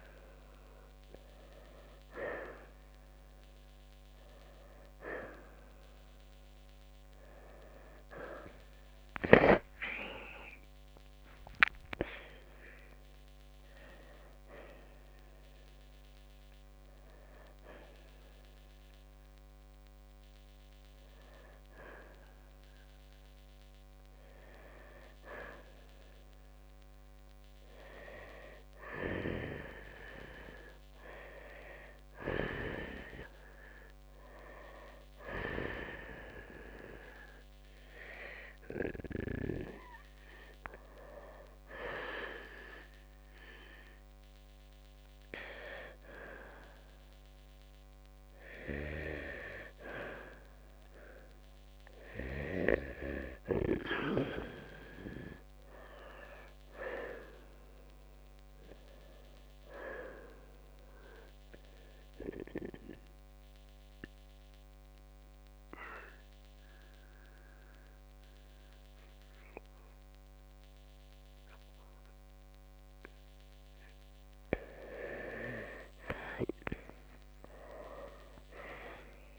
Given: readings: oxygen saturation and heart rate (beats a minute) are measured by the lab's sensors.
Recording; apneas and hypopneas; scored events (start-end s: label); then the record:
breathing in sleep by a microphone on the trachea; 2
10.00-14.50 s: arousal
16.50-30.50 s: oxygen desaturation (device-marked, oxygen 92% before, 85% lowest, heart rate 67 before, 58 extreme)
30.50-44.00 s: hypopnea (oxygen 92% before, 88% lowest, heart rate 65 before, 58 extreme, up 6 after)
44.50-57.50 s: oxygen desaturation (device-marked, oxygen 94% before, 90% lowest, heart rate 62 before, 53 extreme)
45.50-49.00 s: arousal
62.50-79.39 s: oxygen desaturation (device-marked, oxygen 91% before, 88% lowest, heart rate 64 before, 52 extreme)
63.00-74.00 s: central apnea (oxygen 94% before, 87% lowest, heart rate 64 before, 53 extreme, up 12 after)
78.00-79.39 s: arousal
From the record:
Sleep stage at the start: N2 (light sleep); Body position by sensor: on the right side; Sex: male